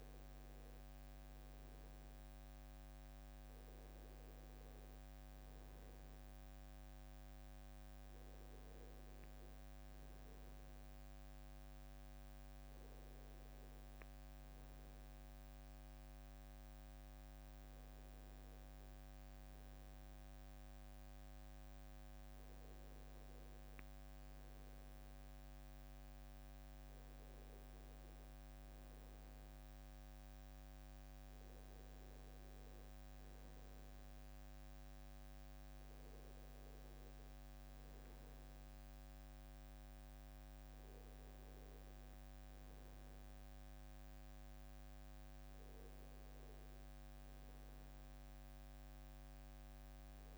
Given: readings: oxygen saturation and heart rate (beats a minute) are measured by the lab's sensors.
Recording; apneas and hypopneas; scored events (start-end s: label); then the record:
a person awake in a sleep study, hard to hear, by a microphone on the trachea; none
none scored
From the record:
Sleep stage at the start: awake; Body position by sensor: on the back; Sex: male